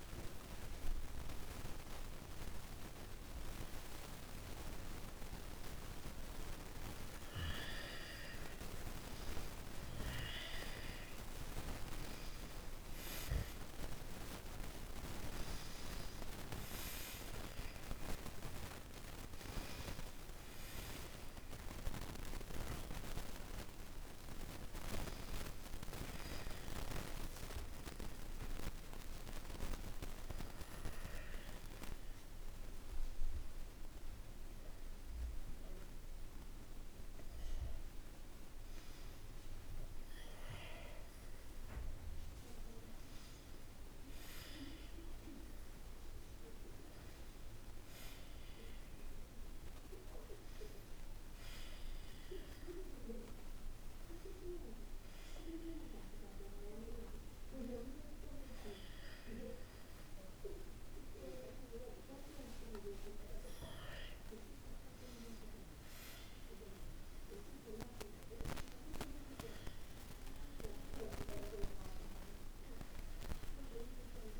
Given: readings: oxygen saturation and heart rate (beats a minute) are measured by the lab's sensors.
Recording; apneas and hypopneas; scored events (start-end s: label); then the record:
a person awake in a sleep study, by a room microphone; none
63.50-68.50 s: arousal
From the record:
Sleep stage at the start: awake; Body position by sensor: on the back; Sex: male